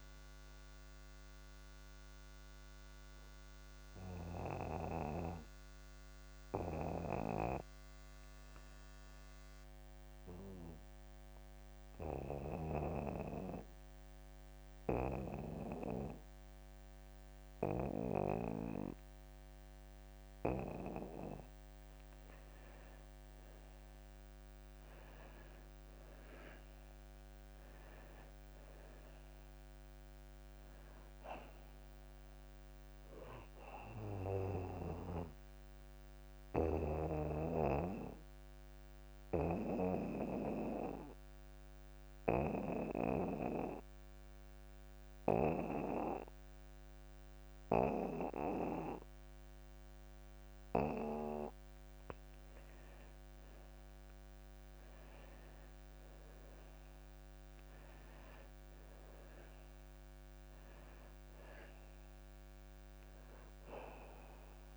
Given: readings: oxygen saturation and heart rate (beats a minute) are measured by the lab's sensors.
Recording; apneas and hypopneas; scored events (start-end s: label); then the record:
breathing in sleep by a microphone on the trachea; 2
0.00-13.50 s: oxygen desaturation (device-marked, oxygen 83% lowest)
11.00-23.00 s: obstructive apnea (oxygen 91% before, 89% lowest)
25.00-28.00 s: arousal
30.50-50.50 s: oxygen desaturation (device-marked, oxygen 98% before, 89% lowest)
37.00-51.50 s: obstructive apnea (oxygen 98% before, 82% lowest)
54.00-57.50 s: arousal
From the record:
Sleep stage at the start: N2 (light sleep); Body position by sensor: on the back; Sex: male